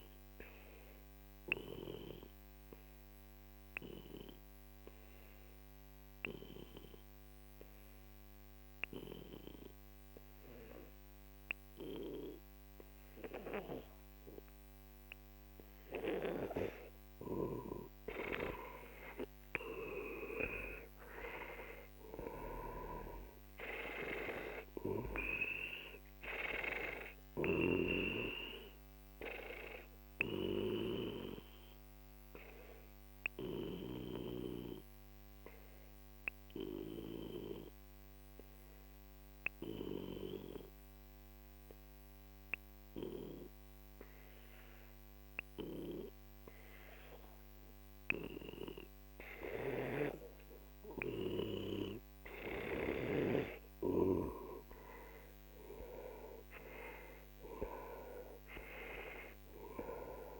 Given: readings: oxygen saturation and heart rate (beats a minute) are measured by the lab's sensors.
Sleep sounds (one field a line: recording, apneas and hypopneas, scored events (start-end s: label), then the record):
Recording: breathing in sleep by a microphone on the trachea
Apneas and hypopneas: 2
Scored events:
0.00-12.00 s: oxygen desaturation (device-marked, oxygen 92% lowest, heart rate 43 extreme)
0.50-16.50 s: obstructive apnea (oxygen 97% before, 91% lowest, heart rate 65 before, 43 extreme, up 16 after)
19.00-22.50 s: arousal
24.00-34.00 s: oxygen desaturation (device-marked, oxygen 97% before, 92% lowest, heart rate 50 before, 43 extreme)
29.00-50.00 s: obstructive apnea (oxygen 97% before, 91% lowest, heart rate 53 before, 43 extreme, up 13 after)
49.50-53.50 s: snoring (device-marked)
52.50-56.00 s: arousal
58.00-60.40 s: oxygen desaturation (device-marked, oxygen 98% before, 91% lowest, heart rate 48 before, 44 extreme)
From the record:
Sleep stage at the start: N2 (light sleep)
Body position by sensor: on the back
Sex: male